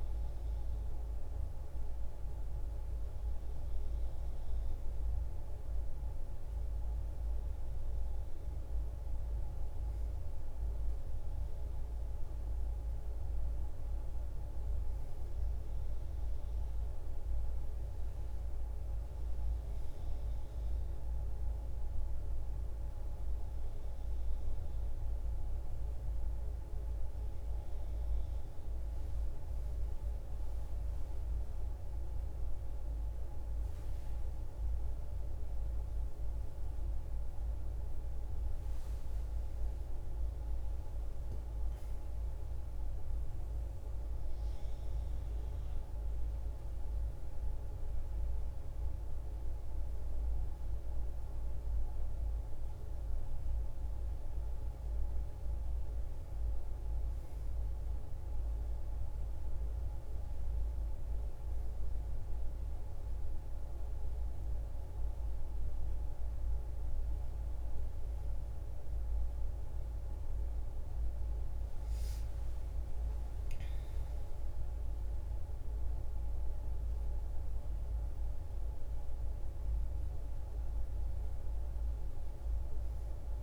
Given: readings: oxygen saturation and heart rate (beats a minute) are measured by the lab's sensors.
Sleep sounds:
a person awake in a sleep study, hard to hear, by a room microphone; none
none scored
From the record:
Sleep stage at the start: awake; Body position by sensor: on the back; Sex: female

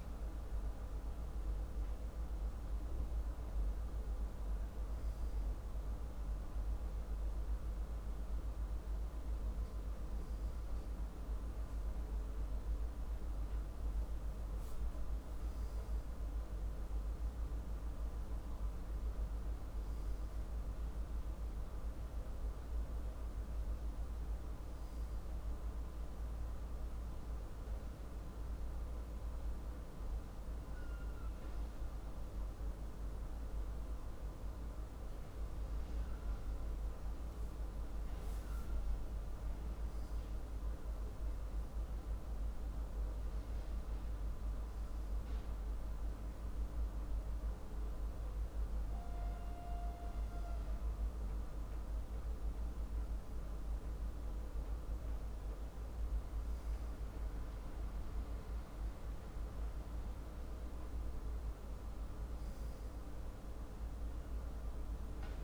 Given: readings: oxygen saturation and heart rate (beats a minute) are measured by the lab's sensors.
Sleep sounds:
breathing in sleep, hard to hear, by a room microphone; none
none scored
From the record:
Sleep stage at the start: N2 (light sleep); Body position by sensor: on the left side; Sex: male

